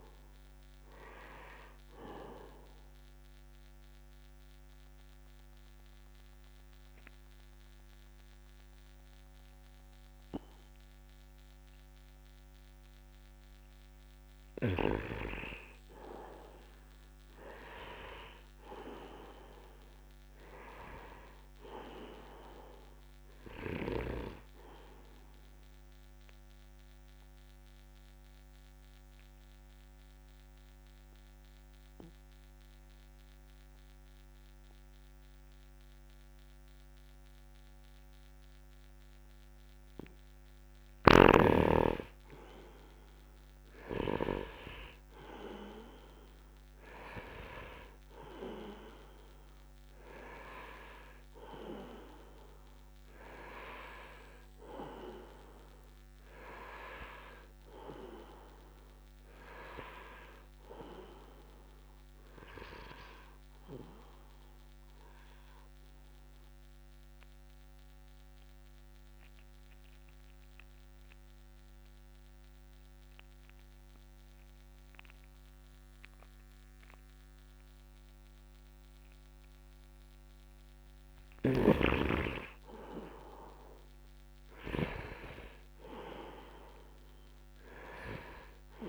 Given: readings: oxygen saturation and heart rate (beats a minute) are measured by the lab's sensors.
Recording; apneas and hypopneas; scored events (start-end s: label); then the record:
breathing in sleep by a microphone on the trachea; 3
4.00-14.50 s: obstructive apnea (oxygen 98% before, 87% lowest, heart rate 68 before, 66 extreme, up 9 after)
10.00-12.00 s: long interval between heartbeats (device-marked, heart rate 69 before, 79 extreme)
16.00-20.50 s: arousal
25.00-40.00 s: obstructive apnea (oxygen 97% before, 87% lowest, heart rate 71 before, 64 extreme)
27.00-40.00 s: oxygen desaturation (device-marked, oxygen 97% before, 91% lowest, heart rate 71 before, 64 extreme)
42.00-45.50 s: arousal
45.00-67.00 s: oxygen desaturation (device-marked, oxygen 97% before, 87% lowest, heart rate 67 before, 65 extreme)
64.00-80.00 s: obstructive apnea (oxygen 97% before, 87% lowest, heart rate 68 before, 65 extreme)
81.00-85.50 s: arousal
84.00-88.89 s: oxygen desaturation (device-marked, oxygen 98% before, 87% lowest, heart rate 70 before, 66 extreme)
From the record:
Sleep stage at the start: N2 (light sleep); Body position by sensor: upright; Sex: male